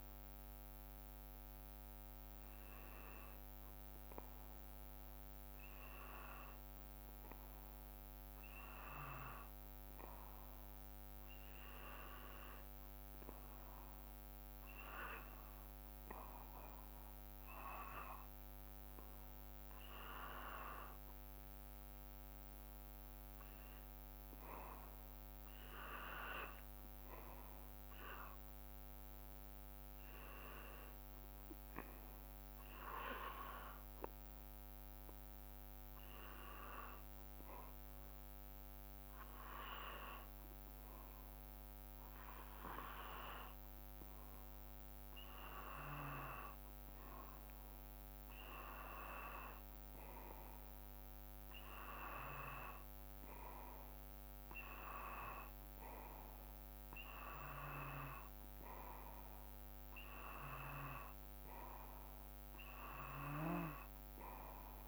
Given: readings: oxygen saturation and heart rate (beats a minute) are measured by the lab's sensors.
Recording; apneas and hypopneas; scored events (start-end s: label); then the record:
breathing in sleep by a microphone on the trachea; none
none scored
From the record:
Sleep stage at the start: N2 (light sleep); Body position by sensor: on the back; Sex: male